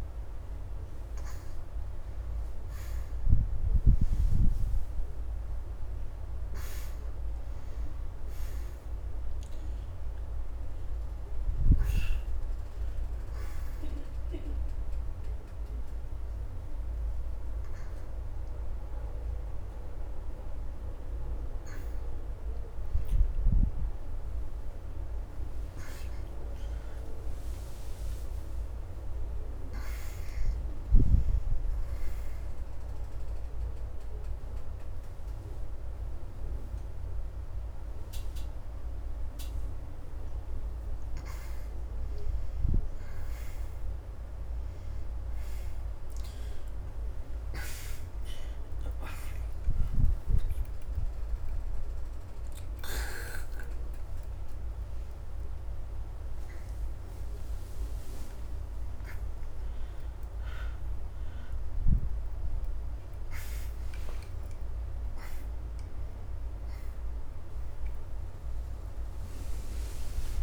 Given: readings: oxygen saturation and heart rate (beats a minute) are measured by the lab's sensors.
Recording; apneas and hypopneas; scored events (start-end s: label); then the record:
a person awake in a sleep study, by a room microphone; none
0.00-8.00 s: oxygen desaturation (device-marked, oxygen 87% lowest, heart rate 78 extreme)
20.00-30.00 s: oxygen desaturation (device-marked, oxygen 90% before, 85% lowest, heart rate 84 before, 79 extreme)
63.00-70.43 s: oxygen desaturation (device-marked, oxygen 93% before, 88% lowest)
From the record:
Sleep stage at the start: awake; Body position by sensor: on the back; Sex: female